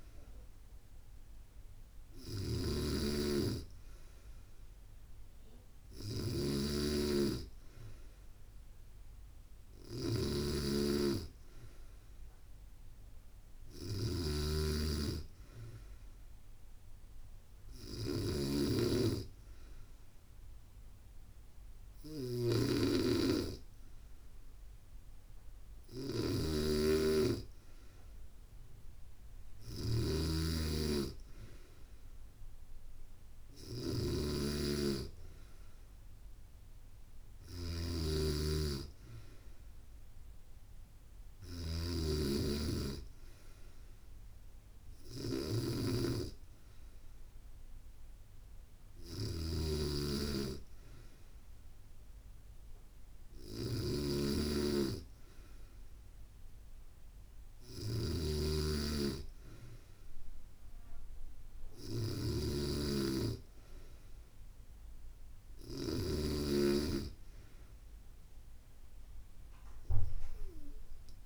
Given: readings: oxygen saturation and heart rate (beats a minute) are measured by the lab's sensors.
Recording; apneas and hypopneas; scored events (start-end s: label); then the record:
breathing in sleep by a room microphone; none
0.00-65.50 s: snoring (device-marked)
From the record:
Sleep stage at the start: N2 (light sleep); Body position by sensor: on the back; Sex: female